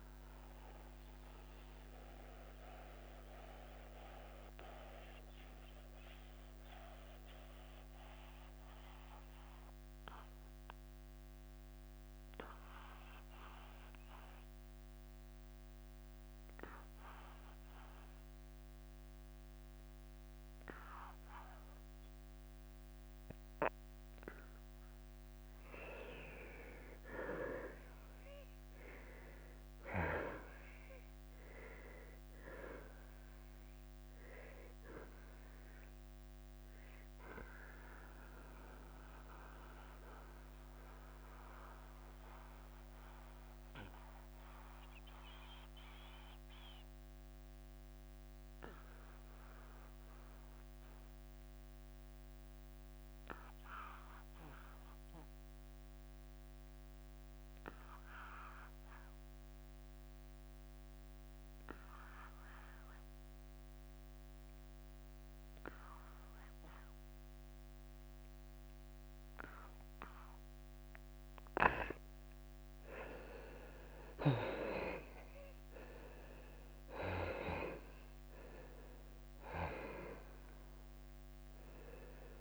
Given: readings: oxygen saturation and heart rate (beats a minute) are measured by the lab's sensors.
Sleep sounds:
breathing in sleep by a microphone on the trachea; 2
0.00-14.00 s: oxygen desaturation (device-marked, oxygen 93% lowest, heart rate 83 extreme)
0.50-25.00 s: mixed apnea (oxygen 97% before, 85% lowest, heart rate 85 before, 83 extreme, up 5 after)
26.50-31.00 s: arousal
28.00-41.00 s: drop in pulse transit time (device-marked, heart rate 87 before, 84 extreme)
28.00-56.00 s: oxygen desaturation (device-marked, oxygen 97% before, 85% lowest, heart rate 87 before, 81 extreme)
36.00-73.00 s: mixed apnea (oxygen 97% before, 85% lowest, heart rate 86 before, 81 extreme, up 3 after)
75.00-82.41 s: drop in pulse transit time (device-marked, heart rate 84 before, 85 extreme)
From the record:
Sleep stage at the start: N2 (light sleep); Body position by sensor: on the back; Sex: male

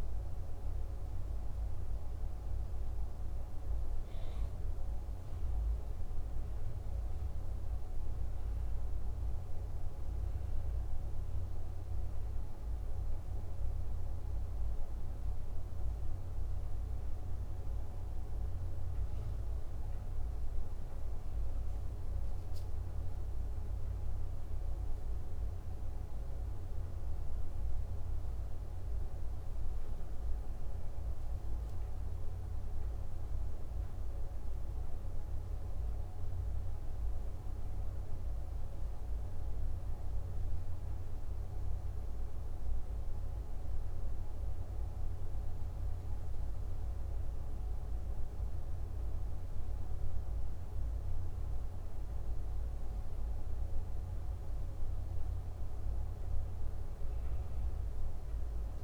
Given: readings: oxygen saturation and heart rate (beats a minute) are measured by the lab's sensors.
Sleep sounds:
breathing in sleep, hard to hear, by a room microphone; none
none scored
From the record:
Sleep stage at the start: N1 (lightest sleep); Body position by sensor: on the back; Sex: male

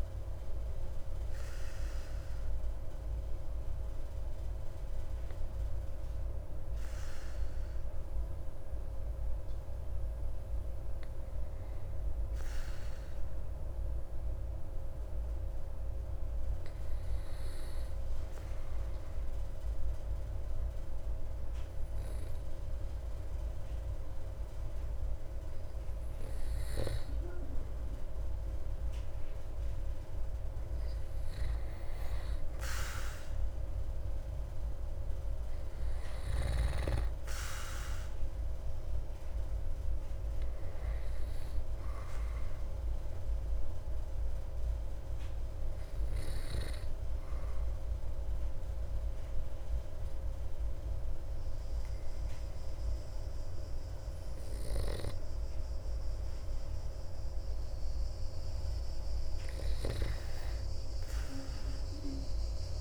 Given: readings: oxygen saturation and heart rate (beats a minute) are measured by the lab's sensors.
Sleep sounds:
breathing in sleep by a room microphone; 2
12.50-28.50 s: obstructive apnea (oxygen 97% before, 95% lowest)
29.00-34.00 s: arousal
44.00-58.50 s: obstructive apnea (oxygen 98% before, 95% lowest)
59.00-62.81 s: arousal
From the record:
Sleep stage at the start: N2 (light sleep); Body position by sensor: on the back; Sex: male

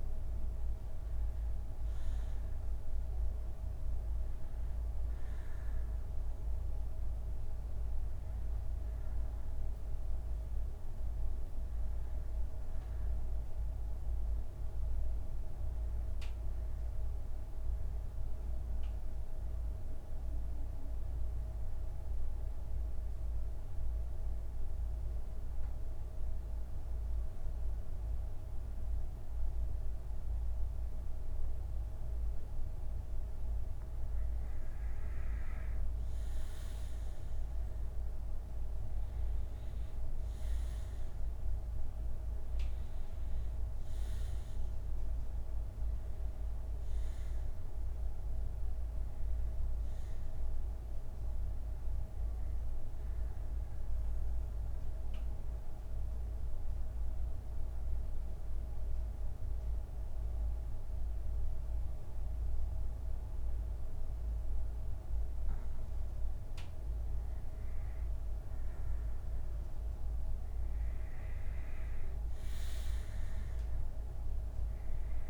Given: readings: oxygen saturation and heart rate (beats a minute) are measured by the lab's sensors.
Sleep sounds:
breathing in sleep, hard to hear, by a room microphone; 2
0.00-15.50 s: oxygen desaturation (device-marked, oxygen 85% lowest, heart rate 54 extreme)
5.50-7.50 s: bradycardia (device-marked, heart rate 65 before, 64 extreme)
10.50-12.50 s: bradycardia (device-marked, heart rate 65 before, 63 extreme)
15.00-19.00 s: arousal
22.00-33.00 s: central apnea (oxygen 96% before, 89% lowest, heart rate 62 before, 56 extreme, up 11 after)
31.50-34.50 s: bradycardia (device-marked, heart rate 64 before, 63 extreme)
35.00-40.00 s: arousal
35.50-38.50 s: bradycardia (device-marked, heart rate 64 before, 56 extreme)
36.50-55.50 s: oxygen desaturation (device-marked, oxygen 96% before, 90% lowest, heart rate 62 before, 54 extreme)
52.50-66.00 s: mixed apnea (oxygen 96% before, 89% lowest, heart rate 63 before, 54 extreme, up 14 after)
57.50-59.50 s: bradycardia (device-marked, heart rate 64 before, 63 extreme)
61.50-64.50 s: bradycardia (device-marked, heart rate 64 before, 56 extreme)
65.50-67.50 s: bradycardia (device-marked, heart rate 64 before, 54 extreme)
70.00-73.50 s: arousal
From the record:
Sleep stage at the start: N2 (light sleep); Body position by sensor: on the back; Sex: male

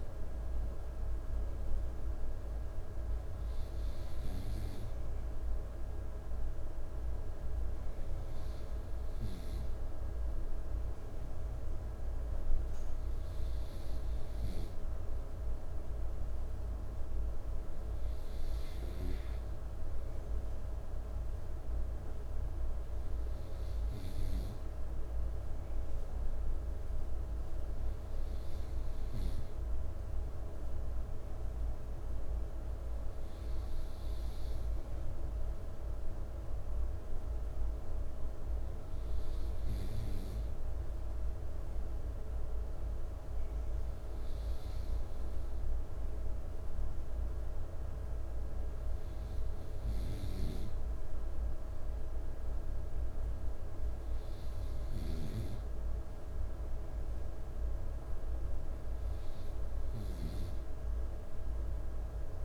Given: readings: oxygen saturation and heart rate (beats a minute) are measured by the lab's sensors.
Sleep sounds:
breathing in sleep, hard to hear, by a room microphone; none
none scored
From the record:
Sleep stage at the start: N2 (light sleep); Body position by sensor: on the right side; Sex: male

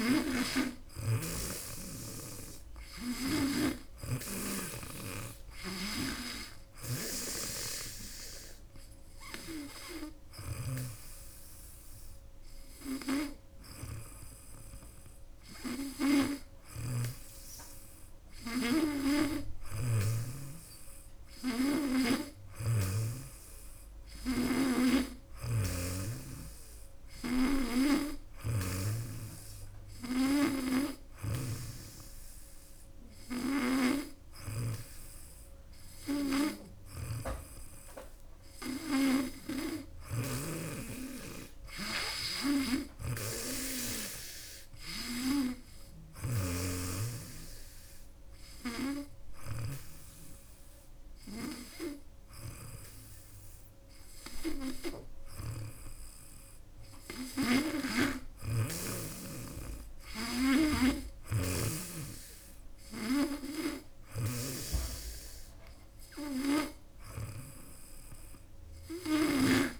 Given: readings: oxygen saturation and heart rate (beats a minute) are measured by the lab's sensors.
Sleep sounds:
breathing in sleep by a room microphone; none
0.00-3.50 s: snoring (device-marked)
5.50-10.50 s: snoring (device-marked)
16.50-20.00 s: snoring (device-marked)
22.00-46.00 s: snoring (device-marked)
58.00-69.50 s: snoring (device-marked)
From the record:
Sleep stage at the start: N2 (light sleep); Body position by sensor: on the back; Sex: female

